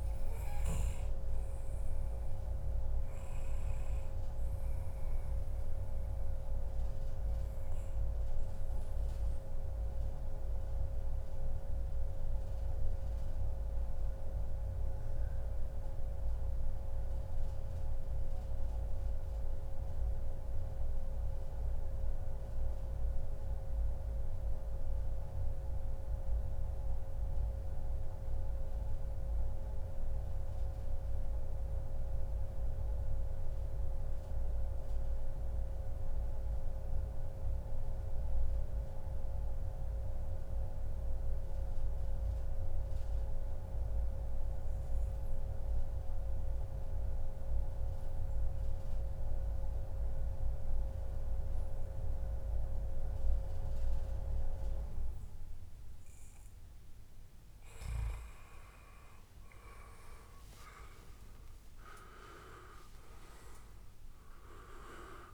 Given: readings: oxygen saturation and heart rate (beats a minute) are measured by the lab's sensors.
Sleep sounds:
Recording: breathing in sleep by a room microphone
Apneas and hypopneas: 1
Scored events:
0.00-3.00 s: oxygen desaturation (device-marked, oxygen 91% lowest, heart rate 134 extreme)
6.50-55.50 s: mixed apnea (oxygen 96% before, 92% lowest, heart rate 138 before, 140 extreme, up 1 after)
59.00-64.00 s: arousal
From the record:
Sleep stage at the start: N2 (light sleep)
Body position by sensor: on the back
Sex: male

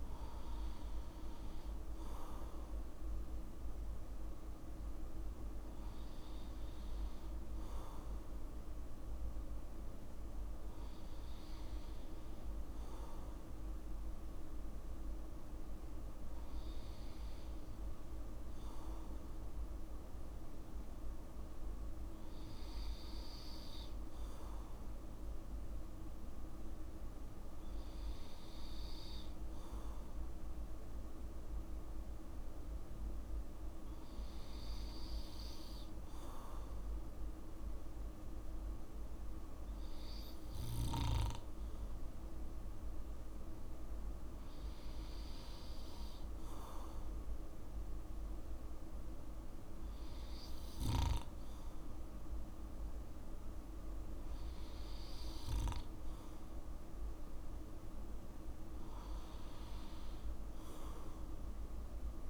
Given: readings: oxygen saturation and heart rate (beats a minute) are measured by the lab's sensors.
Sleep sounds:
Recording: breathing in sleep, hard to hear, by a room microphone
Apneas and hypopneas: none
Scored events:
none scored
From the record:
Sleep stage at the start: N2 (light sleep)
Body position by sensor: on the back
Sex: male

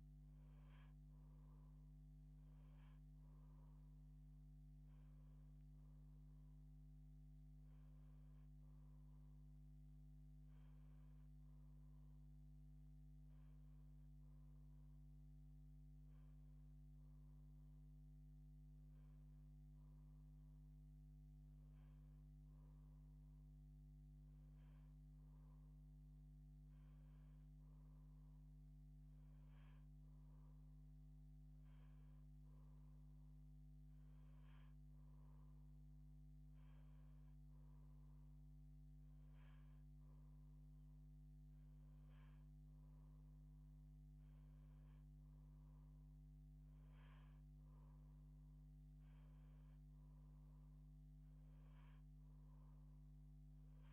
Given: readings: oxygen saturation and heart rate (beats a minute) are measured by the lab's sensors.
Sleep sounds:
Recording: breathing in sleep, hard to hear, by a microphone on the trachea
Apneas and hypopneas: none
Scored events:
none scored
From the record:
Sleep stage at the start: N1 (lightest sleep)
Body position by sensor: on the back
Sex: female

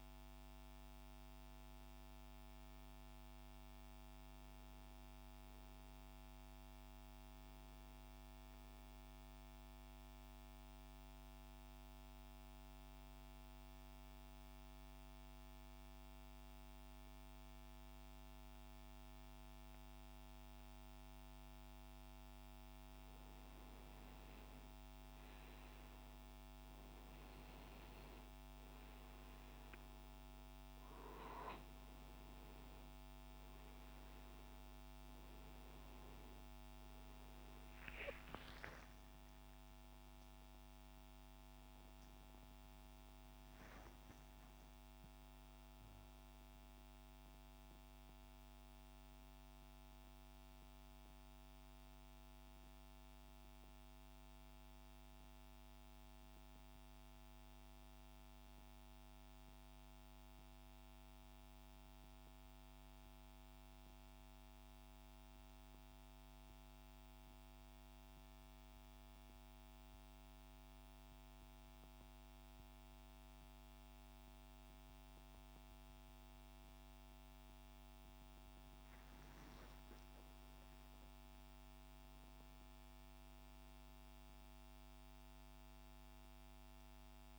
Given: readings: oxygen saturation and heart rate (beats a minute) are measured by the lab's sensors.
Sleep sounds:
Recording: breathing in sleep, hard to hear, by a microphone on the trachea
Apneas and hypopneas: 2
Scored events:
11.00-23.00 s: central apnea (oxygen 98% before, 92% lowest, heart rate 67 before, 66 extreme, up 9 after)
34.00-39.00 s: arousal
34.50-41.50 s: oxygen desaturation (device-marked, oxygen 95% before, 92% lowest, heart rate 70 before, 68 extreme)
59.50-72.00 s: hypopnea (oxygen 98% before, 93% lowest, heart rate 73 before, 66 extreme, up 7 after)
74.00-79.00 s: arousal
From the record:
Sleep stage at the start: N2 (light sleep)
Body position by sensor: on the back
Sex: male

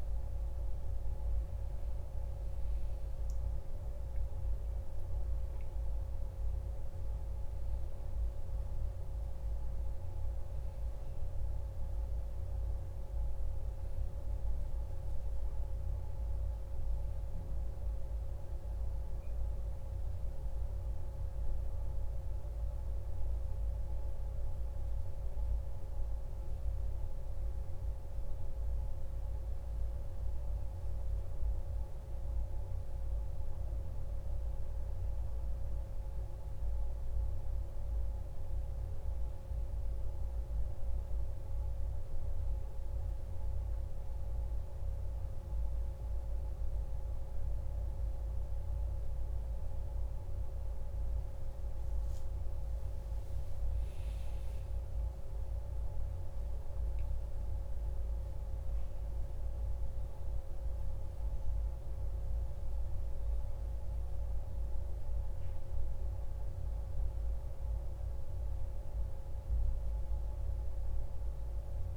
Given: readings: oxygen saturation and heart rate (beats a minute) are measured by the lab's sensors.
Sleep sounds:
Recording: a person awake in a sleep study, hard to hear, by a room microphone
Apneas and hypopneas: none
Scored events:
none scored
From the record:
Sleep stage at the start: awake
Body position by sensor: on the back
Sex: male

